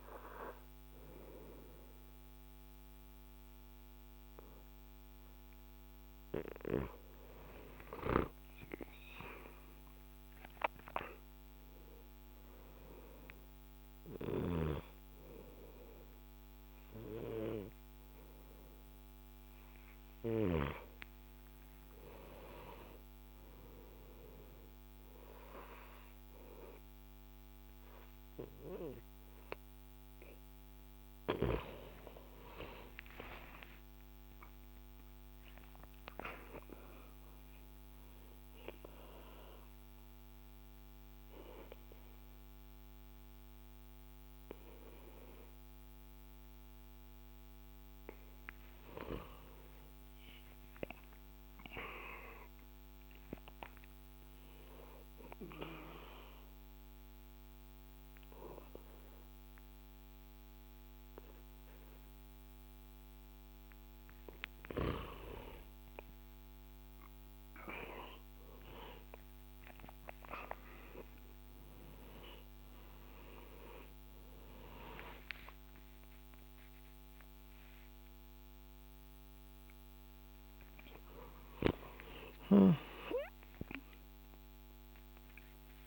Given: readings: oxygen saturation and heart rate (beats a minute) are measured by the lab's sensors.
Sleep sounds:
a person partly awake in a sleep study, by a microphone on the trachea; 2
22.00-82.00 s: new sleep stage, N1 (lightest sleep)
37.50-47.50 s: obstructive apnea (oxygen 97% before, 94% lowest, heart rate 70 before, 67 extreme, up 10 after)
49.00-52.00 s: arousal
53.50-64.00 s: obstructive apnea (oxygen 96% before, 94% lowest, heart rate 72 before, 70 extreme, up 8 after)
81.50-85.87 s: snoring (device-marked)
82.00-85.87 s: new sleep stage, awake
From the record:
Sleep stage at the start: awake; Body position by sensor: on the back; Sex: male

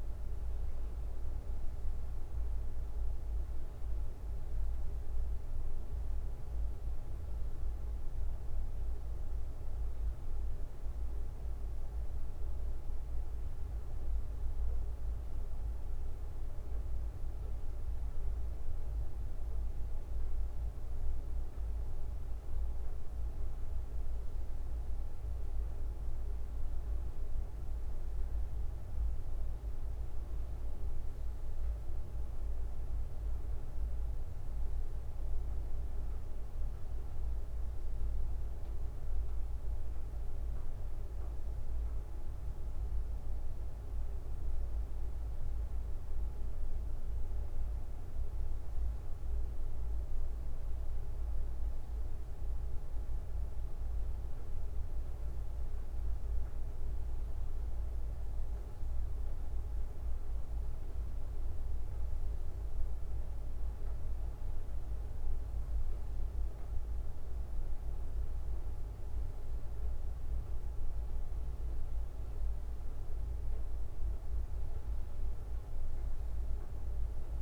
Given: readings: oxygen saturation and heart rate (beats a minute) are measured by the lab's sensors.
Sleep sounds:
breathing in sleep, hard to hear, by a room microphone; none
0.00-4.00 s: bradycardia (device-marked, heart rate 58 extreme)
17.00-47.00 s: new sleep stage, N2 (light sleep)
47.00-77.41 s: new sleep stage, N1 (lightest sleep)
From the record:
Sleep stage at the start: N1 (lightest sleep); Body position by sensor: on the back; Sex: male

